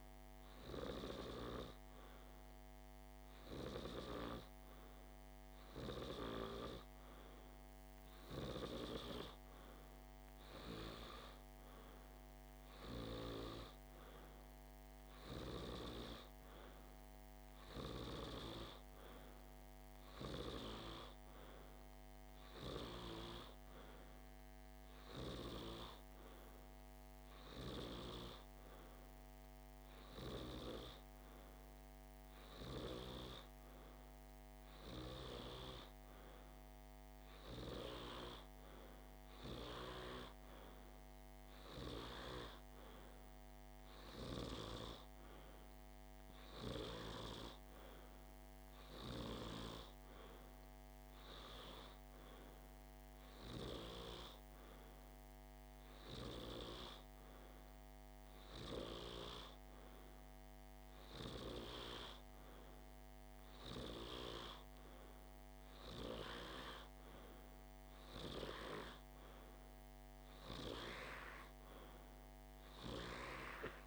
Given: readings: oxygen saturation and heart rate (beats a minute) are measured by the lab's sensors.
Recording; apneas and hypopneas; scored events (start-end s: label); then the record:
breathing in sleep by a microphone on the trachea; none
56.50-64.50 s: oxygen desaturation (device-marked, oxygen 96% before, 93% lowest, heart rate 49 before, 47 extreme)
From the record:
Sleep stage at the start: N2 (light sleep); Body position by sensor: on the back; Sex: male